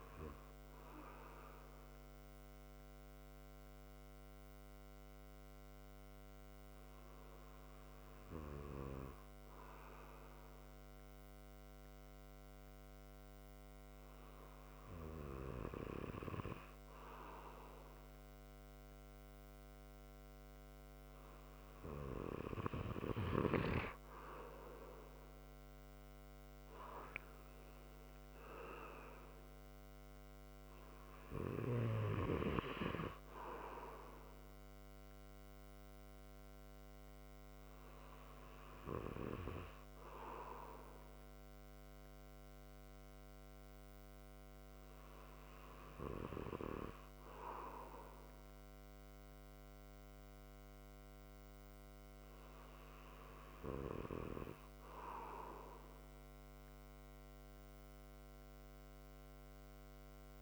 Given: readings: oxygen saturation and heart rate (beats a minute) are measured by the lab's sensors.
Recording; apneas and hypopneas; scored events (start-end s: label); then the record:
breathing in sleep by a microphone on the trachea; none
none scored
From the record:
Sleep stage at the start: N2 (light sleep); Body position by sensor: on the right side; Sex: male